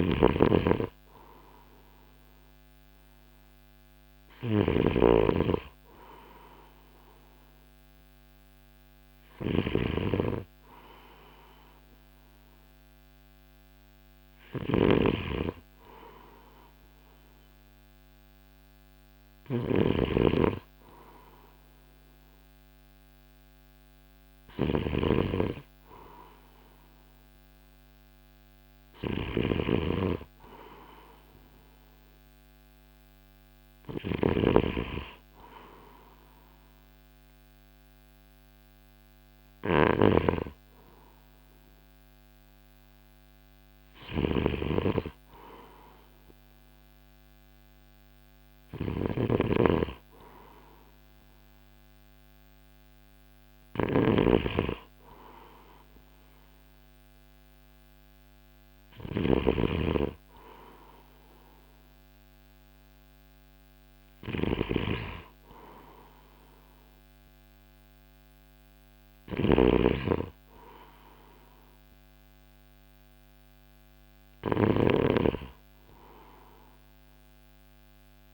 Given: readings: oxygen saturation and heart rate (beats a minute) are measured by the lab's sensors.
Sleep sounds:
breathing in sleep by a microphone on the trachea; none
0.00-78.34 s: snoring (device-marked)
From the record:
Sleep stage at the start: N3 (deep sleep); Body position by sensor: on the right side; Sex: male

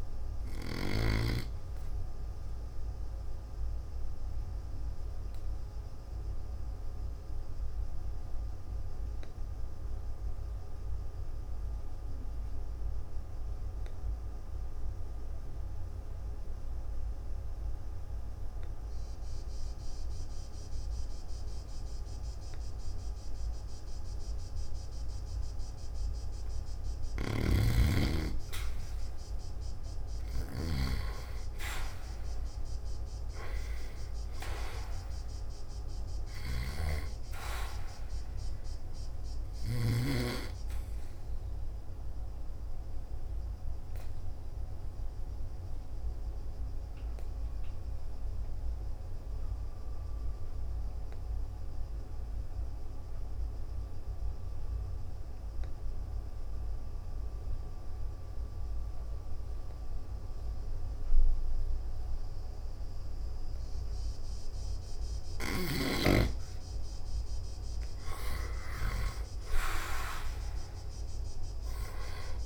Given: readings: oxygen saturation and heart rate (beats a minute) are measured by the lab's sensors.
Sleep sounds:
breathing in sleep by a room microphone; 2
0.00-1.00 s: snoring (device-marked)
2.50-26.00 s: obstructive apnea (oxygen 98% before, 90% lowest, heart rate 53 before, 50 extreme, up 2 after)
10.50-26.50 s: oxygen desaturation (device-marked, oxygen 95% before, 90% lowest, heart rate 55 before, 50 extreme)
27.00-40.00 s: snoring (device-marked)
29.00-32.00 s: arousal
42.00-66.50 s: obstructive apnea (oxygen 98% before, 92% lowest, heart rate 52 before, 49 extreme, up 3 after)
47.50-72.46 s: oxygen desaturation (device-marked, oxygen 99% before, 92% lowest, heart rate 54 before, 49 extreme)
69.00-72.46 s: arousal
From the record:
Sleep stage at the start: N2 (light sleep); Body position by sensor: on the back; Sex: male

